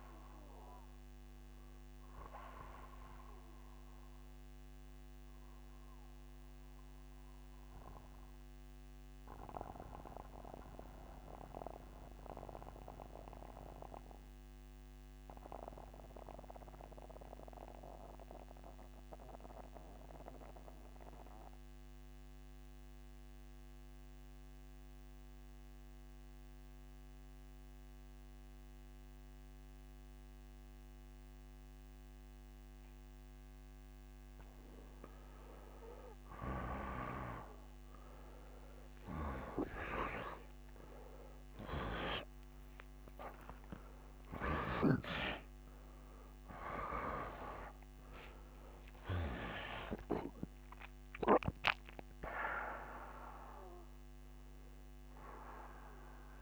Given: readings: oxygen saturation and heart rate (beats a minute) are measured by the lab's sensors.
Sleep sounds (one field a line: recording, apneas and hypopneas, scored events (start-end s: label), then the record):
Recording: breathing in sleep by a microphone on the trachea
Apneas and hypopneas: 1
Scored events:
0.00-7.00 s: oxygen desaturation (device-marked, oxygen 85% lowest, heart rate 64 extreme)
5.00-30.50 s: mixed apnea (oxygen 96% before, 84% lowest, heart rate 69 before, 64 extreme, up 21 after)
24.00-56.42 s: oxygen desaturation (device-marked, oxygen 96% before, 84% lowest, heart rate 64 before, 63 extreme)
37.00-41.50 s: arousal
From the record:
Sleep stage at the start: N2 (light sleep)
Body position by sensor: on the back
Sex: male